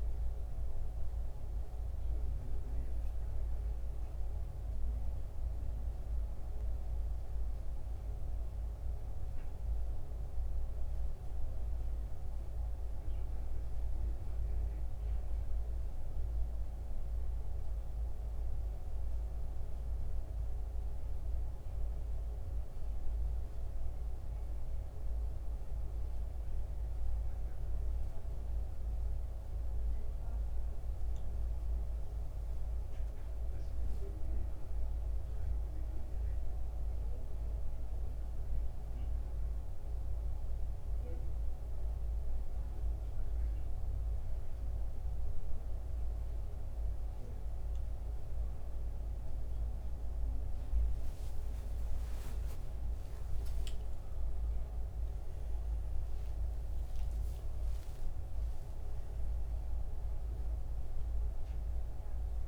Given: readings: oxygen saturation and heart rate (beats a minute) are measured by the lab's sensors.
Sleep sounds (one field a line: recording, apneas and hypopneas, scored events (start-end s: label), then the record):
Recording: breathing in sleep, hard to hear, by a room microphone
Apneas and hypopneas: none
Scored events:
32.50-62.48 s: new sleep stage, N2 (light sleep)
From the record:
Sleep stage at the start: N1 (lightest sleep)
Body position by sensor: on the back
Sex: male